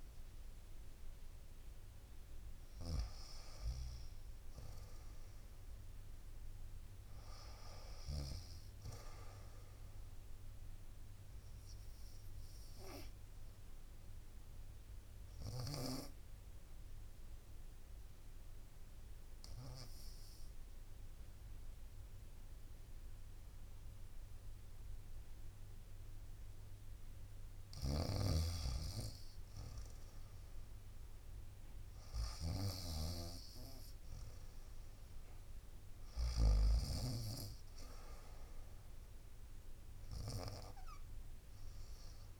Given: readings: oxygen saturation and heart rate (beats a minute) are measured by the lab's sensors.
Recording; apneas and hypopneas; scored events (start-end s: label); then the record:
breathing in sleep by a room microphone; 1
0.00-1.00 s: bradycardia (device-marked, heart rate 56 extreme)
0.00-8.00 s: snoring (device-marked)
0.00-27.00 s: oxygen desaturation (device-marked, oxygen 89% lowest, heart rate 60 extreme)
11.50-25.50 s: obstructive apnea (oxygen 96% before, 88% lowest, heart rate 59 before, 64 extreme, up 0 after)
27.00-42.40 s: snoring (device-marked)
29.50-33.00 s: arousal
40.00-42.40 s: oxygen desaturation (device-marked, oxygen 93% before, 88% lowest, heart rate 67 before, 63 extreme)
From the record:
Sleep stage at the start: REM sleep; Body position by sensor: on the right side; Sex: female